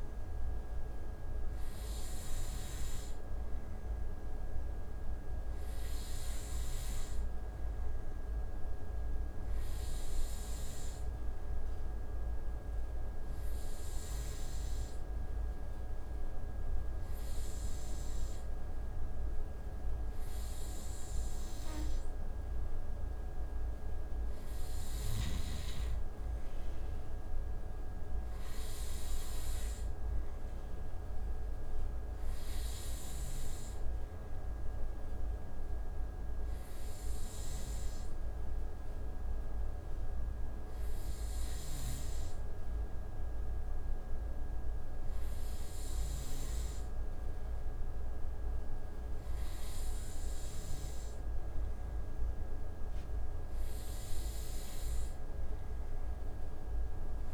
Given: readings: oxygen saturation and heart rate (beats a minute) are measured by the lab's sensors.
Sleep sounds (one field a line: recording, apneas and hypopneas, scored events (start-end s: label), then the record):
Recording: breathing in sleep, hard to hear, by a room microphone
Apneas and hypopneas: 1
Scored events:
3.50-20.50 s: oxygen desaturation (device-marked, oxygen 94% before, 90% lowest)
26.50-30.00 s: arousal
34.50-51.50 s: hypopnea (oxygen 92% before, 90% lowest)
53.00-57.00 s: arousal
From the record:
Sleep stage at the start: N2 (light sleep)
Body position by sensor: on the right side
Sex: male